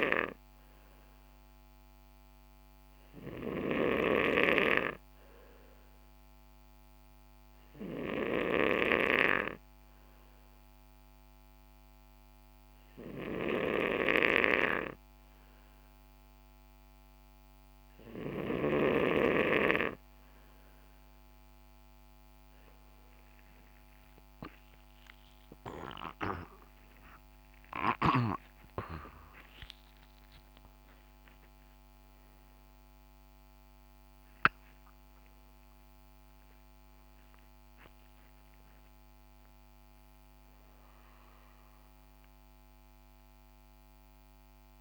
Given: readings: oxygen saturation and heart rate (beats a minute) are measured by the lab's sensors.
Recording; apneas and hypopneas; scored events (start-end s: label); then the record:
breathing in sleep by a microphone on the trachea; none
none scored
From the record:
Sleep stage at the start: N2 (light sleep); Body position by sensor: on the right side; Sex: male